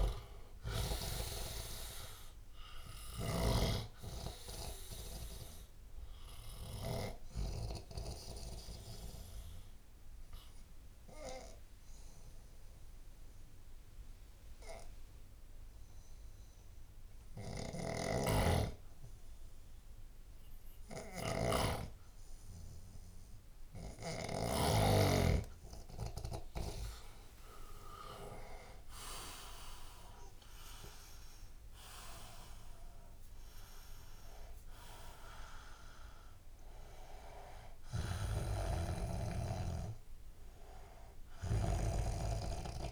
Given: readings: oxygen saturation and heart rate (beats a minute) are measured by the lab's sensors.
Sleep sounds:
breathing in sleep by a room microphone; 1
0.00-3.50 s: snoring (device-marked)
9.00-19.00 s: oxygen desaturation (device-marked, oxygen 97% before, 93% lowest, heart rate 80 before, 72 extreme)
9.50-24.00 s: obstructive apnea (oxygen 97% before, 93% lowest, heart rate 80 before, 72 extreme, up 7 after)
18.00-25.00 s: snoring (device-marked)
26.00-30.00 s: arousal
28.00-42.92 s: oxygen desaturation (device-marked, oxygen 98% before, 93% lowest, heart rate 77 before, 56 extreme)
38.50-42.92 s: snoring (device-marked)
From the record:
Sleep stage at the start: N2 (light sleep); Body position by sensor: on the left side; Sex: male

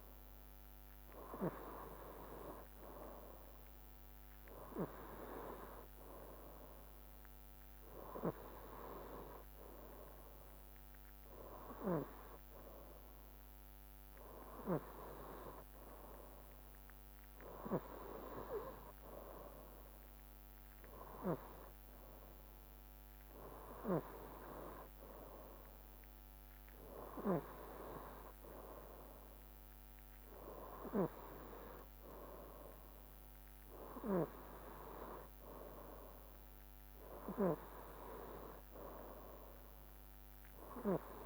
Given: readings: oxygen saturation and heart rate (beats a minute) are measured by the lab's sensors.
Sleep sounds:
breathing in sleep by a microphone on the trachea; none
none scored
From the record:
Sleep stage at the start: N2 (light sleep); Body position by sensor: on the right side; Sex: male

